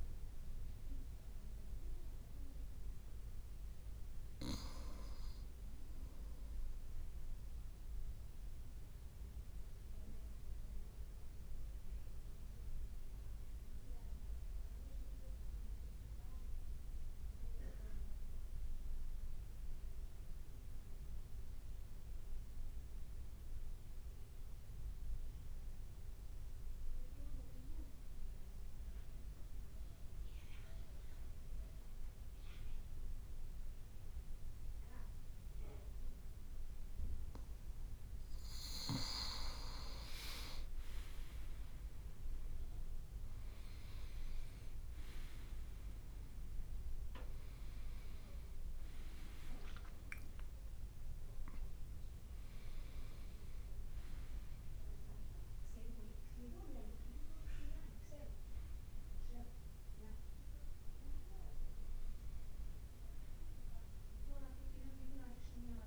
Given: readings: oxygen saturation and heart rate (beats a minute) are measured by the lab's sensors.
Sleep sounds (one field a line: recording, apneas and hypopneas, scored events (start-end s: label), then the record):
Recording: breathing in sleep by a room microphone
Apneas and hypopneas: 1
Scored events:
0.00-2.50 s: leg movement (device-marked)
7.50-37.00 s: obstructive apnea (oxygen 98% before, 94% lowest, heart rate 57 before, 52 extreme, up 6 after)
16.00-19.00 s: leg movement (device-marked)
32.50-56.50 s: oxygen desaturation (device-marked, oxygen 98% before, 95% lowest, heart rate 53 before, 53 extreme)
40.00-44.50 s: arousal
49.00-50.00 s: leg movement (device-marked)
52.50-65.87 s: new sleep stage, N1 (lightest sleep)
From the record:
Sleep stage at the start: N2 (light sleep)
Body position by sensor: on the right side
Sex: male